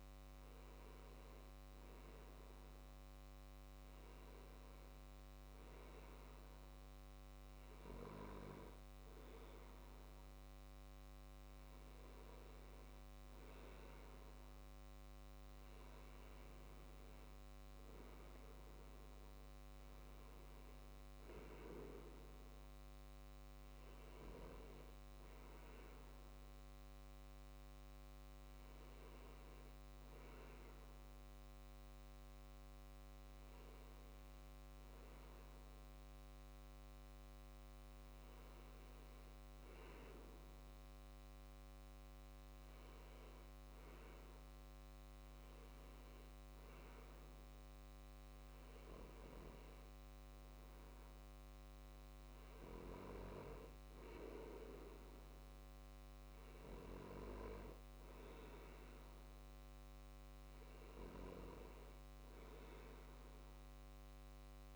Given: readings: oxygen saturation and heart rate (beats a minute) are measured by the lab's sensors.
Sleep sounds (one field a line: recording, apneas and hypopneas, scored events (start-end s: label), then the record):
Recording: breathing in sleep by a microphone on the trachea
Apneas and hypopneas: none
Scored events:
none scored
From the record:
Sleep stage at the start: N2 (light sleep)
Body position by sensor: on the left side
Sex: male